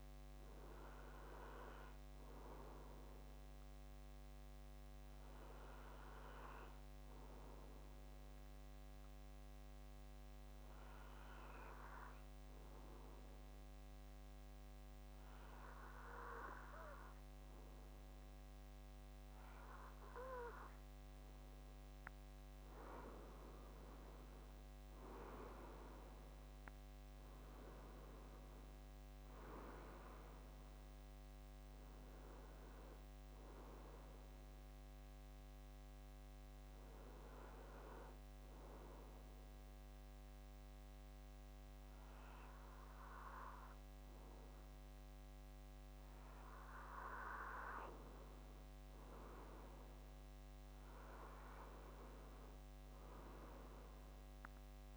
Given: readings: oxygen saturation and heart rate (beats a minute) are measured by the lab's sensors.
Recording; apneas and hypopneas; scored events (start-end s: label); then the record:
breathing in sleep by a microphone on the trachea; 2
6.00-19.00 s: hypopnea (oxygen 95% before, 92% lowest)
23.50-27.50 s: arousal
36.00-46.00 s: hypopnea (oxygen 95% before, 92% lowest)
48.50-52.50 s: arousal
From the record:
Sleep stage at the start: N2 (light sleep); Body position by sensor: on the front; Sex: male